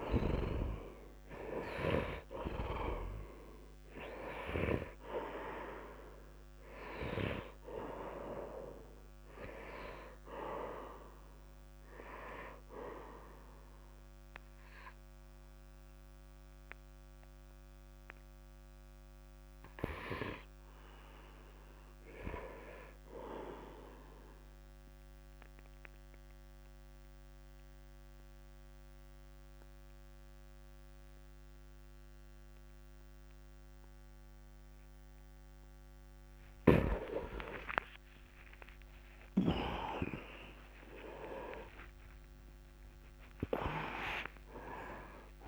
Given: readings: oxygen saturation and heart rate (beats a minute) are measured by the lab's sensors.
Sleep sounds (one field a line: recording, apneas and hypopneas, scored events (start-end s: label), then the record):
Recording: a person partly awake in a sleep study, by a microphone on the trachea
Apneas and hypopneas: 1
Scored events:
0.00-25.50 s: oxygen desaturation (device-marked, oxygen 80% lowest, heart rate 49 extreme)
25.00-37.00 s: obstructive apnea (oxygen 95% before, 92% lowest, heart rate 70 before, 72 extreme, up 28 after)
31.50-45.48 s: new sleep stage, awake
36.50-38.50 s: long interval between heartbeats (device-marked, heart rate 73 before, 80 extreme)
40.50-45.48 s: oxygen desaturation (device-marked, oxygen 99% before, 92% lowest, heart rate 74 before, 70 extreme)
41.50-43.50 s: long interval between heartbeats (device-marked, heart rate 76 before, 99 extreme)
From the record:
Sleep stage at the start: N2 (light sleep)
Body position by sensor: on the right side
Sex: male